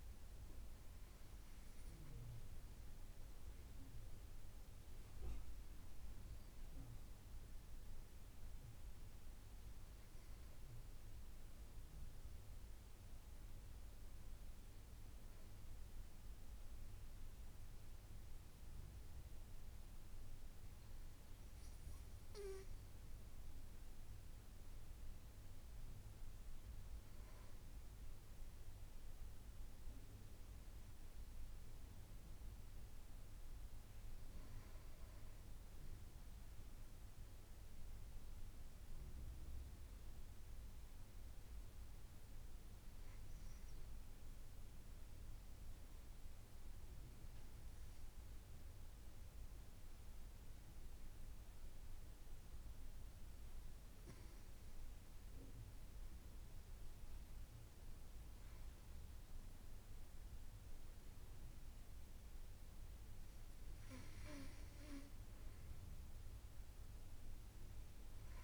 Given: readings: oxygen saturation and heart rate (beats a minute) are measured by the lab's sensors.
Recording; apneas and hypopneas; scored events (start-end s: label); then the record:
breathing in sleep, hard to hear, by a room microphone; 2
10.00-13.50 s: arousal
15.00-26.50 s: obstructive apnea (oxygen 95% before, 93% lowest)
28.50-32.50 s: arousal
44.00-56.50 s: obstructive apnea (oxygen 95% before, 93% lowest)
58.50-62.00 s: arousal
From the record:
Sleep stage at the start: N2 (light sleep); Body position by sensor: on the back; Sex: female